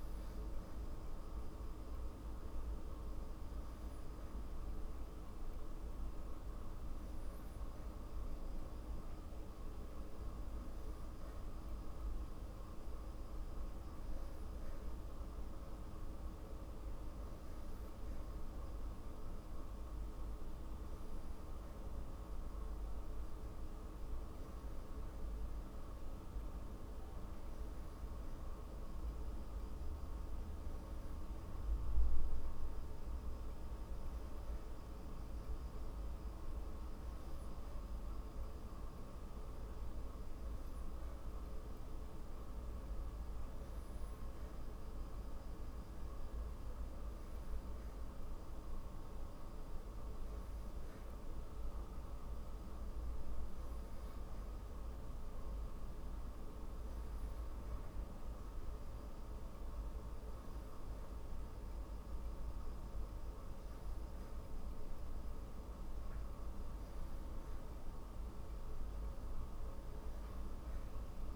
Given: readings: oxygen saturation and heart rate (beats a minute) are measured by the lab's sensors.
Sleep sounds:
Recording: breathing in sleep, hard to hear, by a room microphone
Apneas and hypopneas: none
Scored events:
none scored
From the record:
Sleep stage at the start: N3 (deep sleep)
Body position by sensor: on the back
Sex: female

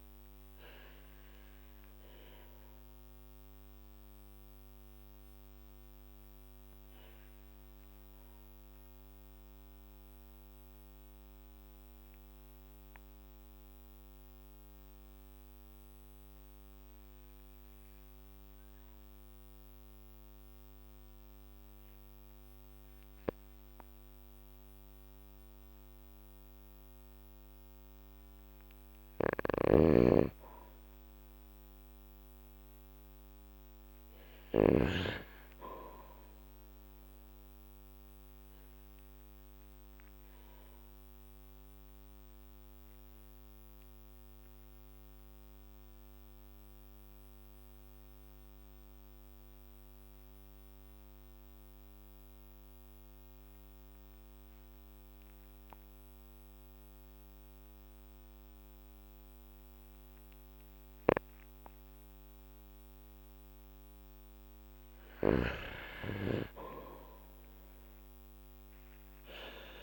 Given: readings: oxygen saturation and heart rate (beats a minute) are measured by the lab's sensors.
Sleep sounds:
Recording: breathing in sleep by a microphone on the trachea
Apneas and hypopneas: 2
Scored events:
2.00-29.00 s: obstructive apnea (oxygen 99% before, 94% lowest, heart rate 55 before, 46 extreme, up 5 after)
29.00-34.50 s: snoring (device-marked)
30.50-34.00 s: arousal
31.50-42.50 s: oxygen desaturation (device-marked, oxygen 98% before, 94% lowest, heart rate 50 before, 48 extreme)
41.50-64.00 s: obstructive apnea (oxygen 99% before, 93% lowest, heart rate 52 before, 48 extreme, up 10 after)
66.00-69.50 s: arousal
From the record:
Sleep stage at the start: N2 (light sleep)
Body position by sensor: on the back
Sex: male

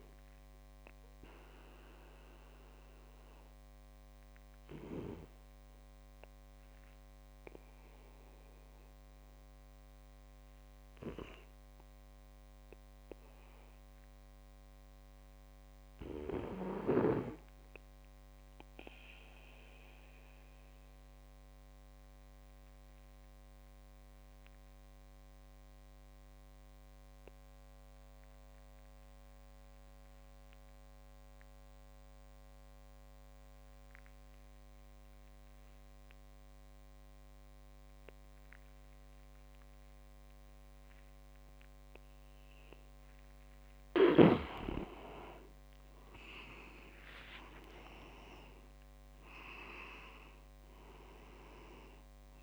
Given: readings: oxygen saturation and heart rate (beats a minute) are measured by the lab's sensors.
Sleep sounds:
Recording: breathing in sleep by a microphone on the trachea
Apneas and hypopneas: 1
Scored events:
2.00-42.00 s: obstructive apnea (oxygen 95% before, 87% lowest)
40.00-52.43 s: oxygen desaturation (device-marked, oxygen 96% before, 87% lowest)
45.50-47.00 s: leg movement (device-marked)
46.00-50.50 s: arousal
From the record:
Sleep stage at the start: N2 (light sleep)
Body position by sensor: on the back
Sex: male

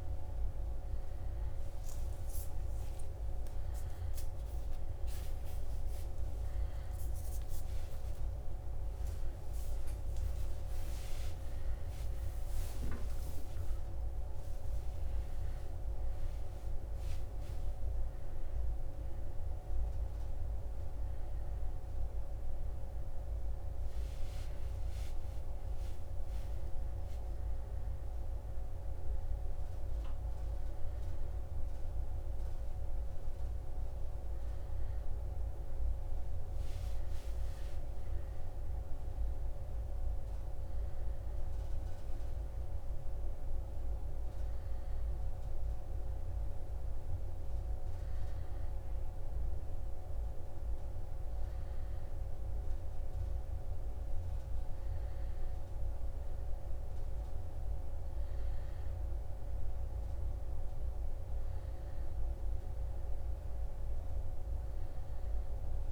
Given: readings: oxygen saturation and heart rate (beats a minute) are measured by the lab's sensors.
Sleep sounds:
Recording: a person awake in a sleep study, hard to hear, by a room microphone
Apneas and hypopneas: none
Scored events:
none scored
From the record:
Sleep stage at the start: awake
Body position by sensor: on the right side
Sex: male

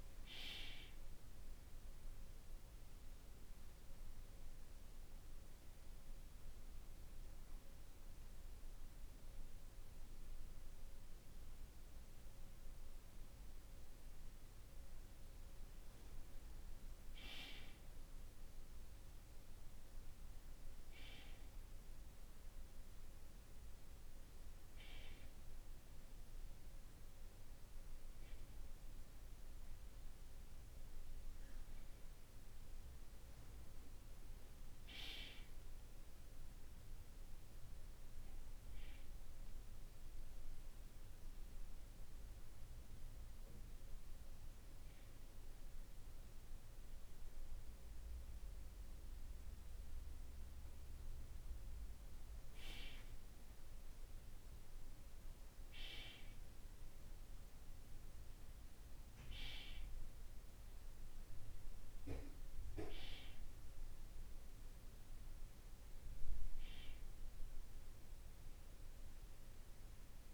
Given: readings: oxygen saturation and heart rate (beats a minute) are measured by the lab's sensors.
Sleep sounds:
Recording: breathing in sleep by a room microphone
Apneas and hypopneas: 2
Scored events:
2.50-16.50 s: obstructive apnea (oxygen 96% before, 94% lowest, heart rate 55 before, 48 extreme, up 2 after)
18.00-22.00 s: arousal
38.00-50.50 s: obstructive apnea (oxygen 96% before, 94% lowest, heart rate 49 before, 48 extreme, up 11 after)
53.00-56.50 s: arousal
From the record:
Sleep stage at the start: N2 (light sleep)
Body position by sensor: on the back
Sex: male

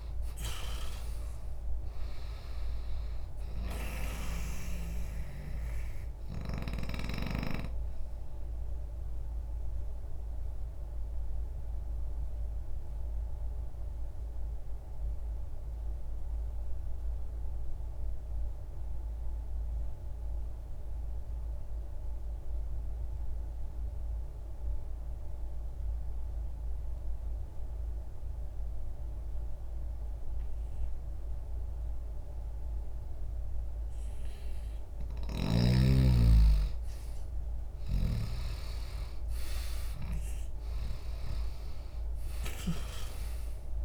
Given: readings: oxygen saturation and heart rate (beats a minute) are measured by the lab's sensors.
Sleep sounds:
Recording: breathing in sleep by a room microphone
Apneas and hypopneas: 1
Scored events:
9.00-34.00 s: obstructive apnea (oxygen 95% before, 83% lowest, heart rate 61 before, 60 extreme, up 0 after)
15.50-30.50 s: oxygen desaturation (device-marked, oxygen 93% before, 84% lowest, heart rate 61 before, 60 extreme)
36.50-41.50 s: arousal
41.50-43.85 s: oxygen desaturation (device-marked, oxygen 97% before, 83% lowest, heart rate 60 before, 60 extreme)
From the record:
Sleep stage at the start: N2 (light sleep)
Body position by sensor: on the left side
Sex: male

